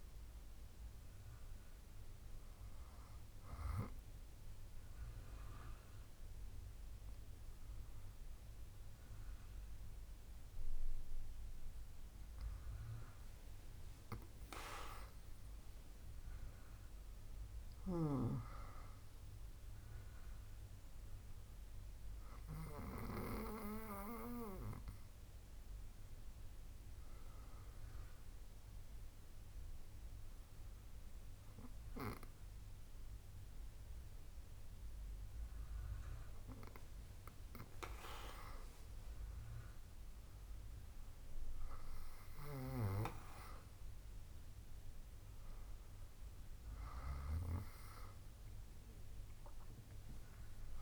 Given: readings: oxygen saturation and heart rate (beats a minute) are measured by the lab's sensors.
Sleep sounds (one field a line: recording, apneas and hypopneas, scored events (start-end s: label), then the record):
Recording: breathing in sleep by a room microphone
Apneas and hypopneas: 1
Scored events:
4.00-16.50 s: hypopnea (oxygen 98% before, 97% lowest, heart rate 73 before, 70 extreme, up 5 after)
18.50-22.50 s: arousal
49.50-50.82 s: arousal
From the record:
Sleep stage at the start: N2 (light sleep)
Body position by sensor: on the back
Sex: female